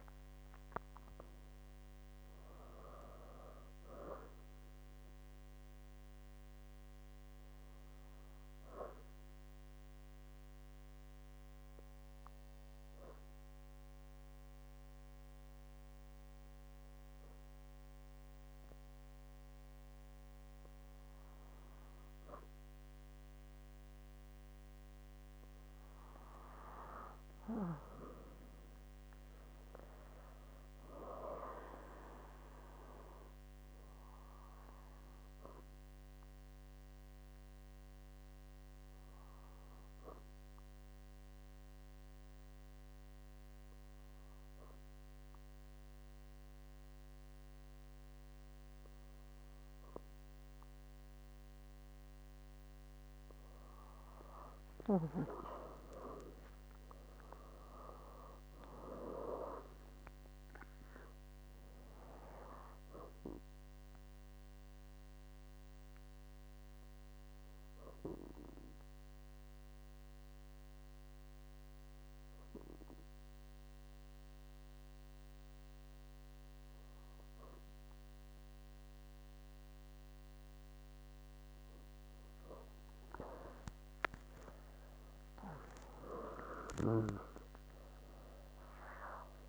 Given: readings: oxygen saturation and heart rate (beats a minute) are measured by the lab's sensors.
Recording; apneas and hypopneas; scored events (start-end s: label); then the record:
breathing in sleep by a microphone on the trachea; 3
11.50-26.00 s: obstructive apnea (oxygen 98% before, 97% lowest, heart rate 82 before, 59 extreme, up 25 after)
28.00-31.50 s: arousal
37.50-52.00 s: obstructive apnea (oxygen 98% before, 96% lowest, heart rate 73 before, 58 extreme, up 59 after)
56.00-59.50 s: arousal
68.50-80.50 s: obstructive apnea (oxygen 98% before, 96% lowest, heart rate 82 before, 59 extreme)
86.00-89.49 s: arousal
From the record:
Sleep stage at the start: N2 (light sleep); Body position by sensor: on the back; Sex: female